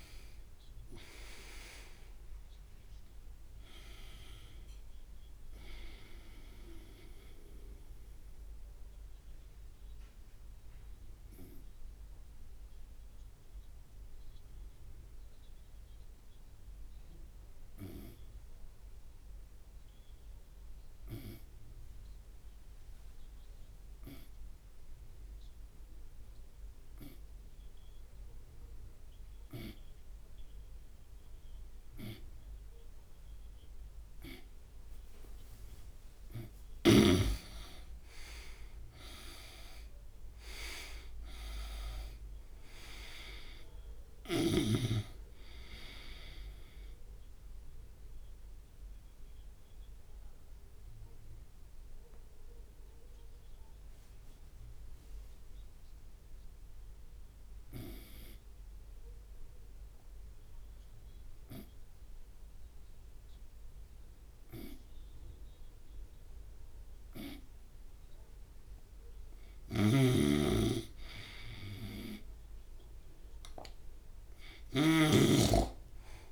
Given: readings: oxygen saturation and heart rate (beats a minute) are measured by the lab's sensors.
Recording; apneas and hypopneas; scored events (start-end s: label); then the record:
breathing in sleep by a room microphone; 2
0.00-9.00 s: oxygen desaturation (device-marked, oxygen 91% lowest)
8.50-35.50 s: obstructive apnea (oxygen 96% before, 83% lowest)
20.00-29.00 s: oxygen desaturation (device-marked, oxygen 95% before, 87% lowest)
38.00-42.50 s: arousal
41.00-62.00 s: oxygen desaturation (device-marked, oxygen 99% before, 83% lowest)
48.50-67.50 s: obstructive apnea (oxygen 100% before, 83% lowest)
69.00-73.50 s: arousal
70.00-75.50 s: snoring (device-marked)
From the record:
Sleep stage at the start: N2 (light sleep); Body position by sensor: on the right side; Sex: male